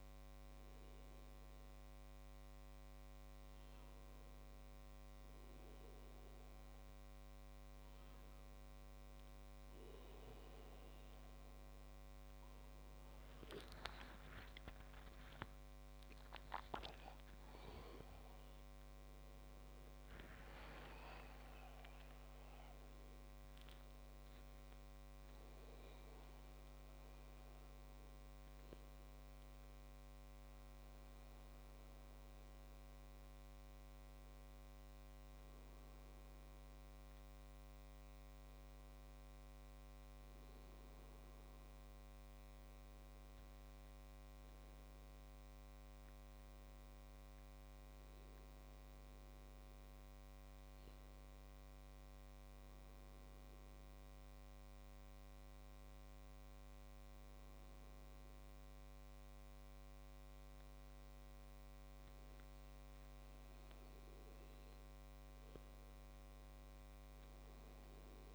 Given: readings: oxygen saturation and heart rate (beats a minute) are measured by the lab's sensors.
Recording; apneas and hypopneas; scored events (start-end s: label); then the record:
breathing in sleep, hard to hear, by a microphone on the trachea; none
13.50-17.00 s: arousal
From the record:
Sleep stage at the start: N1 (lightest sleep); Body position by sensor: on the back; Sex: male